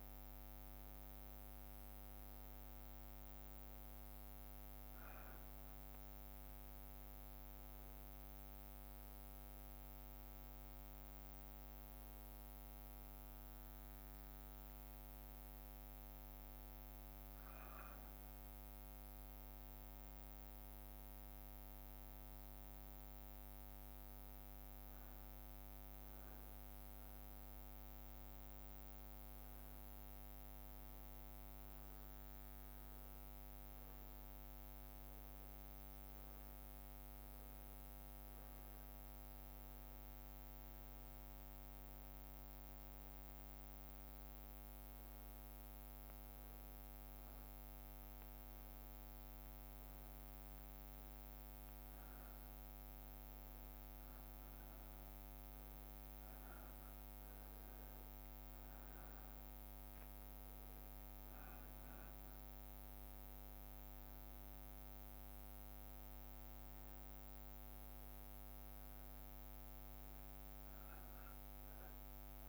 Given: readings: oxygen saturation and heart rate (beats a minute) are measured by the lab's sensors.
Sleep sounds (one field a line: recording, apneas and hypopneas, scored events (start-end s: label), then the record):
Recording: breathing in sleep, hard to hear, by a microphone on the trachea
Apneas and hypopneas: 1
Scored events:
0.00-7.50 s: oxygen desaturation (device-marked, oxygen 90% lowest, heart rate 56 extreme)
9.00-13.50 s: arousal
16.00-27.50 s: hypopnea (oxygen 96% before, 92% lowest, heart rate 57 before, 57 extreme, up 1 after)
30.50-34.50 s: arousal
52.50-72.49 s: new sleep stage, N1 (lightest sleep)
From the record:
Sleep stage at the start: N2 (light sleep)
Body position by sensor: on the back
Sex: male